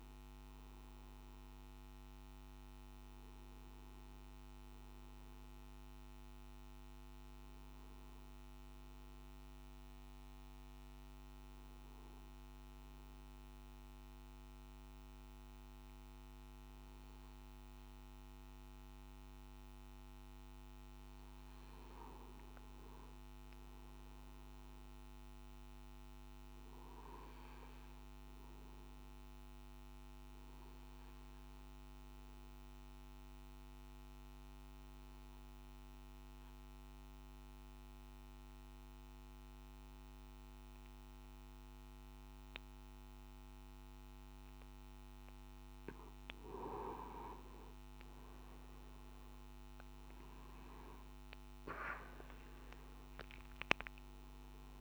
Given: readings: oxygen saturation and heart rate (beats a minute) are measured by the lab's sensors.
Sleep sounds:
breathing in sleep, hard to hear, by a microphone on the trachea; 2
3.50-16.50 s: oxygen desaturation (device-marked, oxygen 97% before, 93% lowest, heart rate 54 before, 52 extreme)
12.00-22.50 s: obstructive apnea (oxygen 97% before, 89% lowest, heart rate 56 before, 52 extreme, up 6 after)
31.50-46.50 s: obstructive apnea (oxygen 96% before, 89% lowest, heart rate 56 before, 52 extreme, up 13 after)
52.50-54.81 s: oxygen desaturation (device-marked, oxygen 96% before, 89% lowest, heart rate 55 before, 52 extreme)
From the record:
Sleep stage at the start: N2 (light sleep); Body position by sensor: on the back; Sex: male

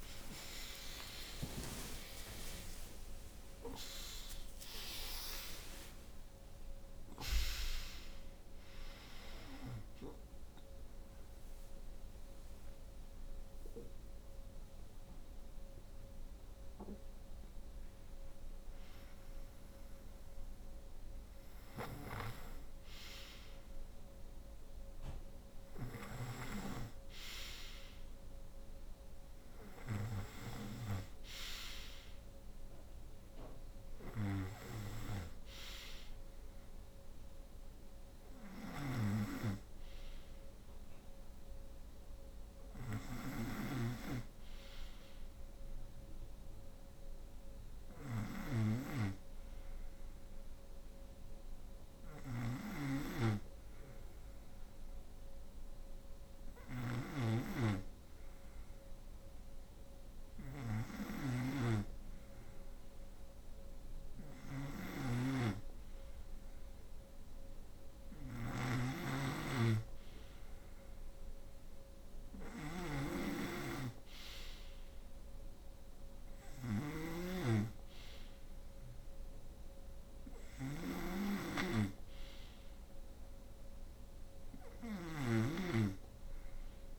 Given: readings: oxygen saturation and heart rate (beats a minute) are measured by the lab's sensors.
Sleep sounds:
breathing in sleep by a room microphone; 1
0.00-4.50 s: arousal
25.00-30.00 s: snoring (device-marked)
37.50-86.99 s: snoring (device-marked)
41.00-45.00 s: arousal
45.00-51.00 s: oxygen desaturation (device-marked, oxygen 96% before, 93% lowest, heart rate 64 before, 61 extreme)
50.00-63.00 s: hypopnea (oxygen 96% before, 92% lowest, heart rate 64 before, 63 extreme, up 3 after)
63.50-68.00 s: arousal
From the record:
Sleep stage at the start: N2 (light sleep); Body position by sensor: on the right side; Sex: female

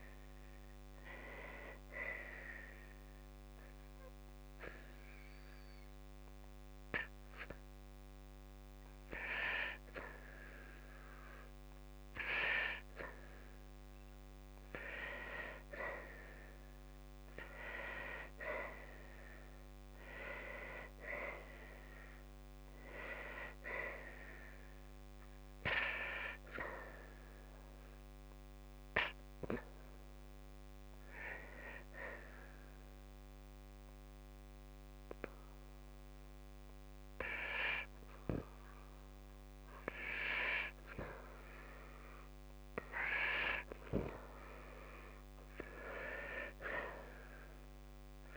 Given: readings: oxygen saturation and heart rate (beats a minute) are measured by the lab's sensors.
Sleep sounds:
breathing in sleep by a microphone on the trachea; none
none scored
From the record:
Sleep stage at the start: N2 (light sleep); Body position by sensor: on the right side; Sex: female

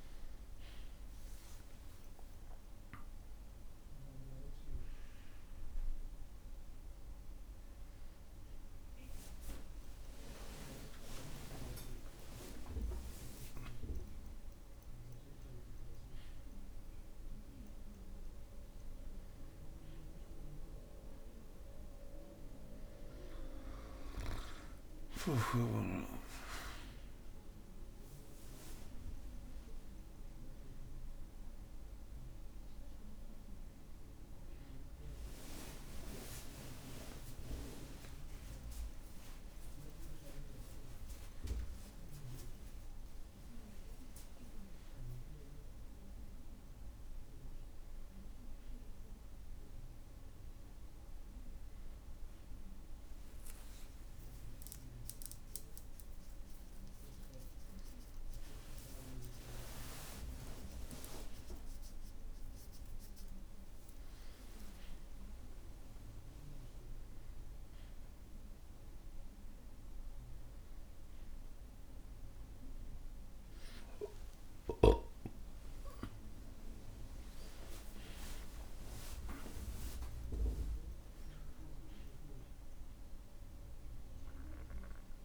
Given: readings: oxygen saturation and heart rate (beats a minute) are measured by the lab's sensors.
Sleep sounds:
breathing in sleep by a room microphone; none
54.50-58.50 s: tachycardia (device-marked, heart rate 68 before, 115 extreme)
55.50-57.50 s: long interval between heartbeats (device-marked, heart rate 66 before, 90 extreme)
57.50-59.50 s: long interval between heartbeats (device-marked, heart rate 69 before, 115 extreme)
74.50-79.50 s: arousal
From the record:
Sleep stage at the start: N1 (lightest sleep); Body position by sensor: on the back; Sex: male

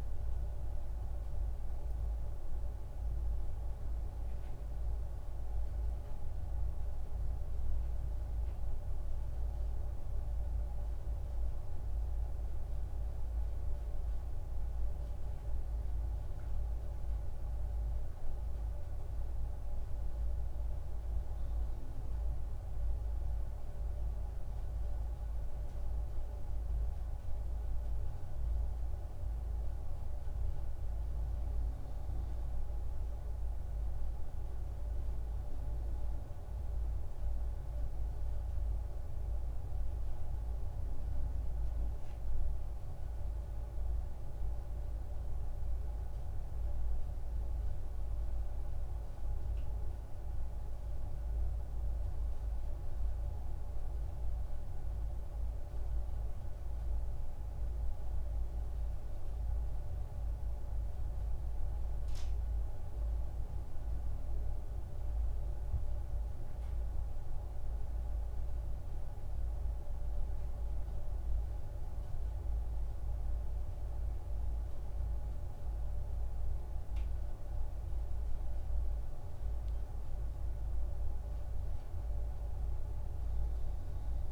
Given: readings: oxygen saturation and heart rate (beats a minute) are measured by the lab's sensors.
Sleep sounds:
a person awake in a sleep study, hard to hear, by a room microphone; none
none scored
From the record:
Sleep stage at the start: awake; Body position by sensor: on the back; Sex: male

